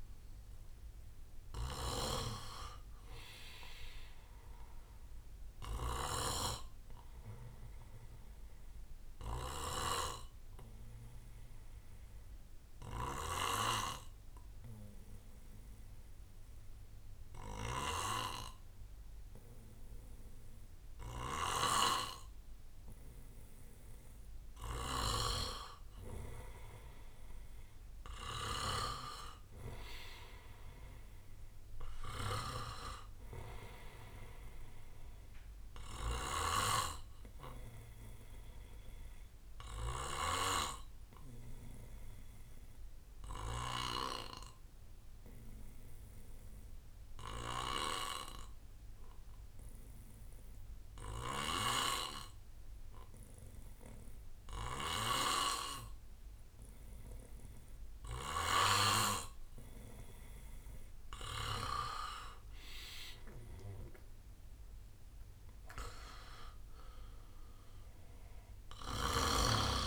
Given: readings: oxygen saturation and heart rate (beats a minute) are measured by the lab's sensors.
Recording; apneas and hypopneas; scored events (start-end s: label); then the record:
breathing in sleep by a room microphone; 2
0.00-1.50 s: arousal
1.50-9.50 s: snoring (device-marked)
9.50-24.50 s: obstructive apnea (oxygen 99% before, 92% lowest, heart rate 75 before, 66 extreme, up 5 after)
17.50-21.50 s: snoring (device-marked)
27.00-44.00 s: oxygen desaturation (device-marked, oxygen 98% before, 94% lowest, heart rate 69 before, 67 extreme)
28.00-33.00 s: arousal
36.00-40.00 s: snoring (device-marked)
39.50-60.50 s: obstructive apnea (oxygen 98% before, 92% lowest, heart rate 69 before, 65 extreme, up 9 after)
51.00-55.00 s: snoring (device-marked)
60.00-69.86 s: oxygen desaturation (device-marked, oxygen 97% before, 92% lowest, heart rate 69 before, 65 extreme)
64.50-69.86 s: arousal
68.50-69.86 s: snoring (device-marked)
From the record:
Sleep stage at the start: N2 (light sleep); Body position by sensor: on the back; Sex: male